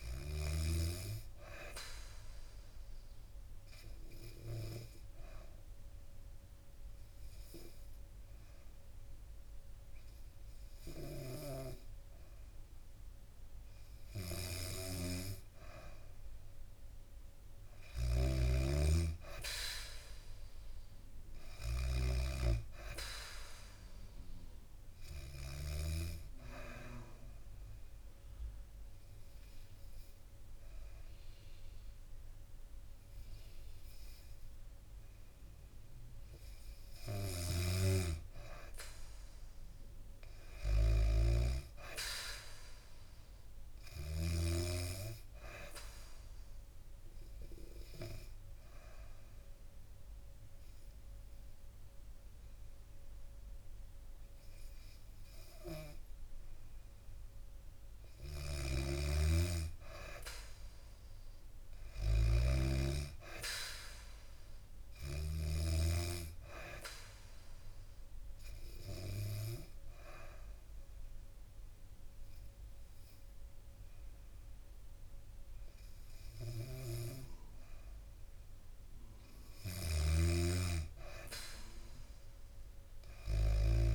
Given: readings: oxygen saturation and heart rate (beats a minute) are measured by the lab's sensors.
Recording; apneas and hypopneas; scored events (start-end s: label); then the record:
breathing in sleep by a room microphone; 4
0.00-13.00 s: oxygen desaturation (device-marked, oxygen 96% before, 92% lowest, heart rate 70 before, 66 extreme)
2.00-14.50 s: obstructive apnea (oxygen 96% before, 92% lowest, heart rate 70 before, 66 extreme, up 0 after)
17.50-22.00 s: snoring (device-marked)
18.00-21.00 s: arousal
23.00-38.00 s: oxygen desaturation (device-marked, oxygen 97% before, 93% lowest, heart rate 68 before, 62 extreme)
26.00-36.00 s: obstructive apnea (oxygen 97% before, 93% lowest, heart rate 68 before, 62 extreme, up 4 after)
37.00-41.50 s: snoring (device-marked)
39.50-43.00 s: arousal
46.50-57.50 s: obstructive apnea (oxygen 97% before, 92% lowest, heart rate 69 before, 62 extreme, up 7 after)
58.00-65.50 s: snoring (device-marked)
59.50-63.50 s: arousal
65.00-80.00 s: oxygen desaturation (device-marked, oxygen 97% before, 93% lowest, heart rate 68 before, 66 extreme)
68.50-79.50 s: obstructive apnea (oxygen 97% before, 92% lowest, heart rate 67 before, 67 extreme, up 0 after)
79.50-83.95 s: snoring (device-marked)
From the record:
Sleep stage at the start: N2 (light sleep); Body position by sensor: on the back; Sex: female